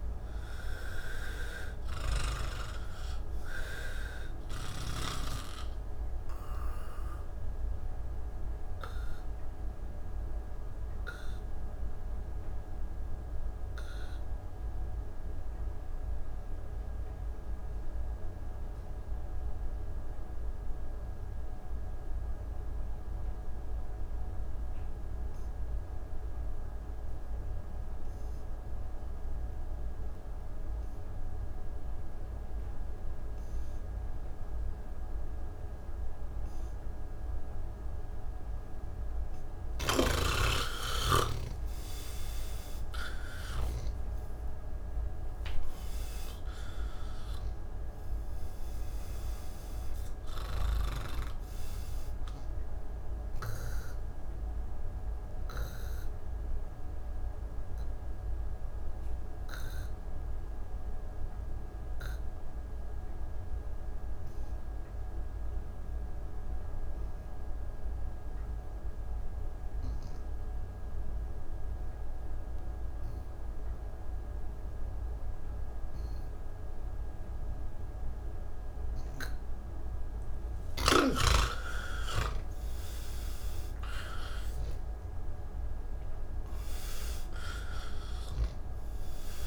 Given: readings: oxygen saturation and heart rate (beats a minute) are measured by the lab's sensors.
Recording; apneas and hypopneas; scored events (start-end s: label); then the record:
breathing in sleep by a room microphone; 2
0.00-22.00 s: oxygen desaturation (device-marked, oxygen 82% lowest, heart rate 65 extreme)
8.00-39.00 s: obstructive apnea (oxygen 98% before, 79% lowest, heart rate 102 before, 133 extreme, up 54 after)
28.00-66.00 s: oxygen desaturation (device-marked, oxygen 99% before, 79% lowest, heart rate 184 before, 127 extreme)
40.00-44.50 s: snoring (device-marked)
55.50-79.50 s: obstructive apnea (oxygen 98% before, 79% lowest)
78.00-89.47 s: oxygen desaturation (device-marked, oxygen 98% before, 81% lowest)
From the record:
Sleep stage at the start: N2 (light sleep); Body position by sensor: on the back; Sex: male